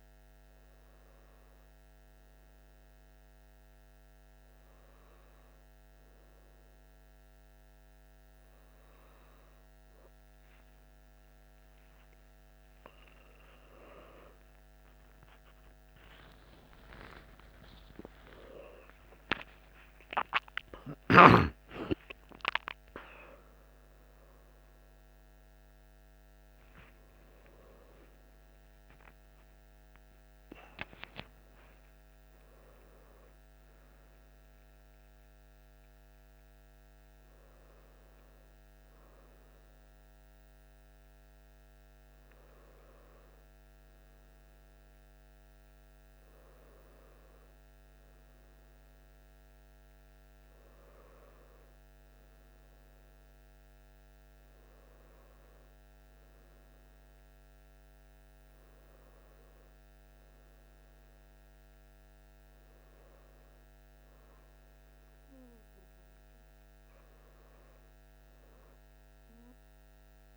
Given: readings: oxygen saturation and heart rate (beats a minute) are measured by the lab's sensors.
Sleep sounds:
a person partly awake in a sleep study, by a microphone on the trachea; none
10.50-40.50 s: new sleep stage, awake
20.50-28.50 s: oxygen desaturation (device-marked, oxygen 99% before, 96% lowest, heart rate 57 before, 51 extreme)
40.50-70.37 s: new sleep stage, N1 (lightest sleep)
From the record:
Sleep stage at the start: N1 (lightest sleep); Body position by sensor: on the back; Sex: male

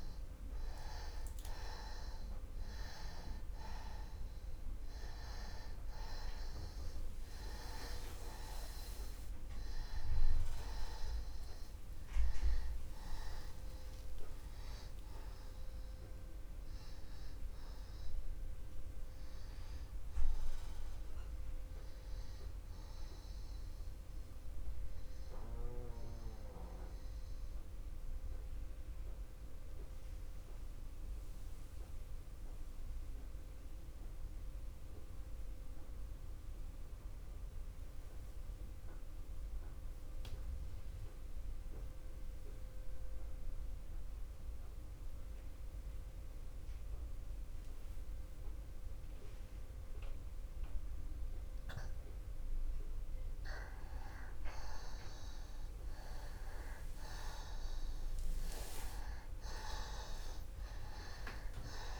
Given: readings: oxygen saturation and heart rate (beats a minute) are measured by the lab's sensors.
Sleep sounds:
breathing in sleep by a room microphone; 1
0.00-33.50 s: oxygen desaturation (device-marked, oxygen 85% lowest)
19.00-23.50 s: arousal
26.50-53.50 s: obstructive apnea (oxygen 95% before, 90% lowest)
54.50-62.00 s: oxygen desaturation (device-marked, oxygen 98% before, 92% lowest)
55.50-60.00 s: arousal
From the record:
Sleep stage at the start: N2 (light sleep); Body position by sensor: on the back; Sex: male

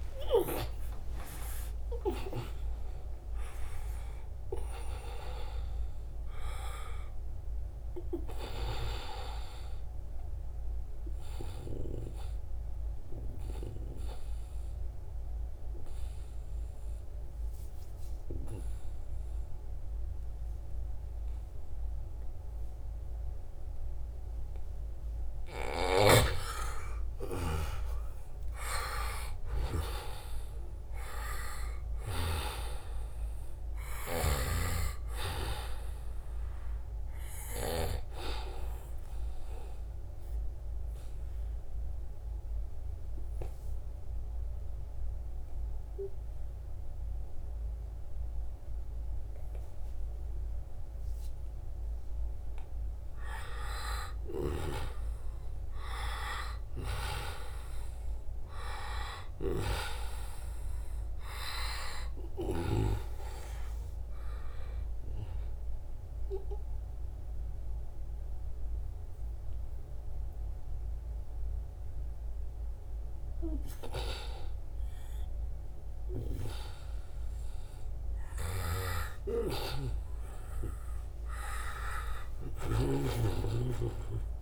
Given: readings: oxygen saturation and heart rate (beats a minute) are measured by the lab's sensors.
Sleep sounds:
a person partly awake in a sleep study, by a room microphone; 2
4.50-84.42 s: new sleep stage, N2 (light sleep)
10.00-25.50 s: obstructive apnea (oxygen 96% before, 91% lowest, heart rate 92 before, 74 extreme, up 3 after)
25.50-32.00 s: snoring (device-marked)
26.50-29.00 s: arousal
30.50-44.50 s: oxygen desaturation (device-marked, oxygen 96% before, 91% lowest, heart rate 78 before, 75 extreme)
39.50-52.00 s: obstructive apnea (oxygen 96% before, 91% lowest, heart rate 78 before, 74 extreme, up 8 after)
50.50-52.50 s: long interval between heartbeats (device-marked, heart rate 80 before, 84 extreme)
53.50-58.00 s: arousal
57.50-68.50 s: oxygen desaturation (device-marked, oxygen 97% before, 93% lowest, heart rate 81 before, 74 extreme)
78.00-82.50 s: snoring (device-marked)
80.00-83.50 s: arousal
From the record:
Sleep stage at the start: awake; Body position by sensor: on the right side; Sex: male

